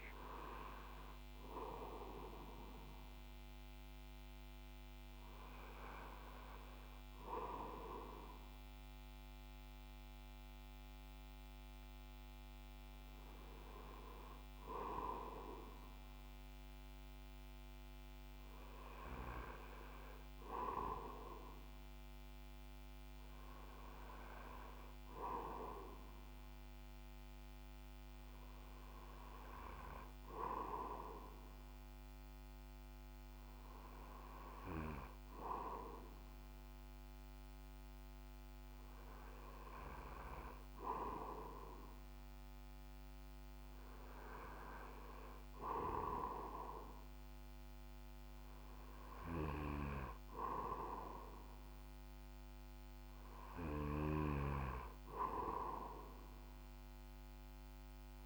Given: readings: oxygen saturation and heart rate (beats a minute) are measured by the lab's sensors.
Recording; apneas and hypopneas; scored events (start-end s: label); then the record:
breathing in sleep by a microphone on the trachea; none
none scored
From the record:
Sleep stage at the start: N1 (lightest sleep); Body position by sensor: on the back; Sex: male